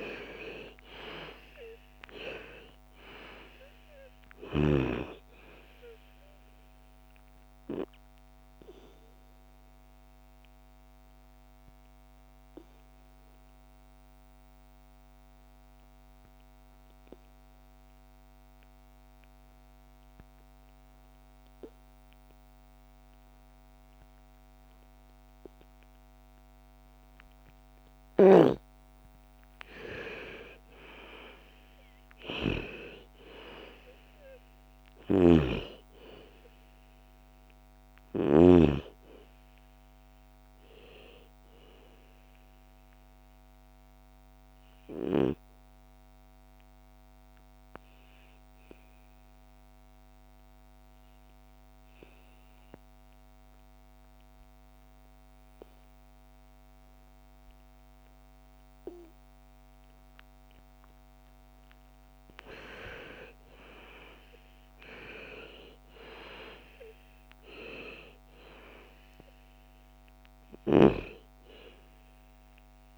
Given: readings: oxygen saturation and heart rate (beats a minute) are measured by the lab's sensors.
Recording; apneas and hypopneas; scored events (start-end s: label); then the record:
breathing in sleep by a microphone on the trachea; 2
0.00-2.50 s: arousal
0.00-20.50 s: oxygen desaturation (device-marked, oxygen 81% lowest, heart rate 53 extreme)
7.50-28.50 s: obstructive apnea (oxygen 98% before, 81% lowest, heart rate 61 before, 53 extreme, up 13 after)
30.00-34.00 s: arousal
30.50-49.50 s: oxygen desaturation (device-marked, oxygen 99% before, 85% lowest, heart rate 56 before, 56 extreme)
34.50-38.00 s: snoring (device-marked)
43.00-62.00 s: obstructive apnea (oxygen 99% before, 80% lowest, heart rate 62 before, 54 extreme, up 13 after)
60.50-72.98 s: oxygen desaturation (device-marked, oxygen 99% before, 86% lowest, heart rate 59 before, 54 extreme)
63.50-67.50 s: arousal
From the record:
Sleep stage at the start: N2 (light sleep); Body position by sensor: on the back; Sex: female